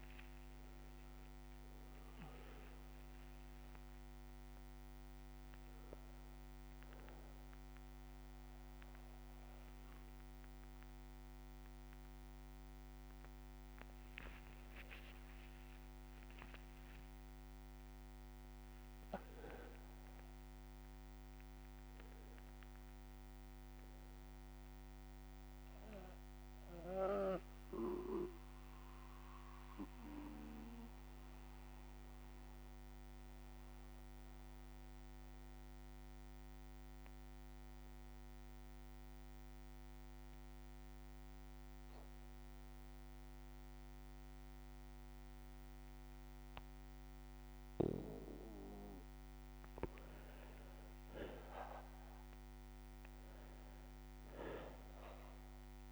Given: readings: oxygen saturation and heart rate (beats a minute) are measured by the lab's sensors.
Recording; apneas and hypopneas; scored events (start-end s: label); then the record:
a person partly awake in a sleep study, by a microphone on the trachea; 1
0.00-4.00 s: tachycardia (device-marked, heart rate 155 extreme)
0.00-19.00 s: oxygen desaturation (device-marked, oxygen 93% lowest, heart rate 57 extreme)
1.00-3.00 s: long interval between heartbeats (device-marked, heart rate 67 before, 141 extreme)
3.50-5.50 s: long interval between heartbeats (device-marked, heart rate 75 before, 135 extreme)
9.00-11.00 s: bradycardia (device-marked, heart rate 64 before, 61 extreme)
14.00-16.00 s: long interval between heartbeats (device-marked, heart rate 91 before, 78 extreme)
17.50-19.50 s: long interval between heartbeats (device-marked, heart rate 95 before, 95 extreme)
22.00-55.92 s: new sleep stage, N2 (light sleep)
23.50-49.00 s: mixed apnea (oxygen 99% before, 93% lowest, heart rate 88 before, 57 extreme, up 4 after)
27.00-46.00 s: bradycardia (device-marked, heart rate 64 before, 57 extreme)
45.00-55.92 s: oxygen desaturation (device-marked, oxygen 99% before, 94% lowest, heart rate 59 before, 56 extreme)
51.00-55.92 s: arousal
From the record:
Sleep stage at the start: awake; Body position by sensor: on the back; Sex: male